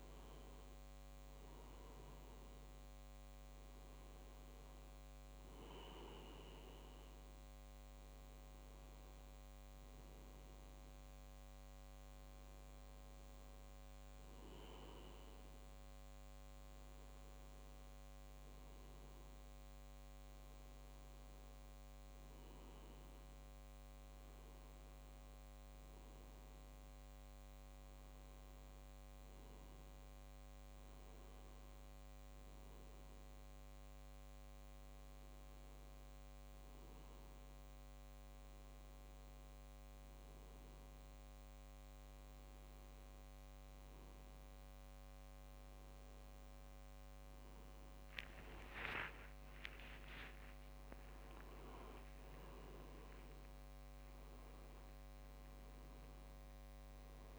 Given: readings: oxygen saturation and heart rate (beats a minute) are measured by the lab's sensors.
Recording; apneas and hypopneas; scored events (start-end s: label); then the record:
breathing in sleep by a microphone on the trachea; none
0.00-24.00 s: oxygen desaturation (device-marked, oxygen 89% lowest)
29.50-32.50 s: leg movement (device-marked)
46.00-49.00 s: tachycardia (device-marked)
50.00-56.00 s: leg movement (device-marked)
51.00-57.38 s: new sleep stage, awake
From the record:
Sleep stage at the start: N2 (light sleep); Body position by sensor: on the back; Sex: male